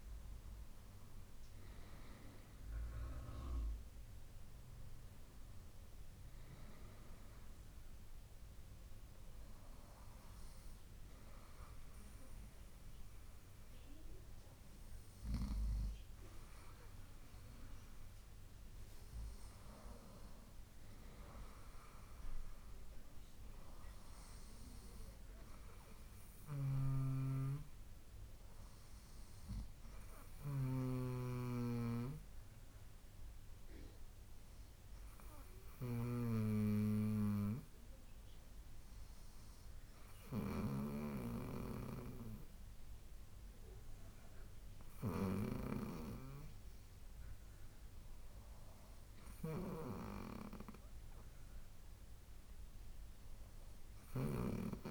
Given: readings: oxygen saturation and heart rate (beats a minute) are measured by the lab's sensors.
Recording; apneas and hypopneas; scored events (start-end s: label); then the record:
breathing in sleep by a room microphone; 1
9.00-20.00 s: hypopnea (oxygen 97% before, 94% lowest, heart rate 81 before, 68 extreme, up 5 after)
21.50-24.50 s: arousal
From the record:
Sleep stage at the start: N2 (light sleep); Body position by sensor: on the right side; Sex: female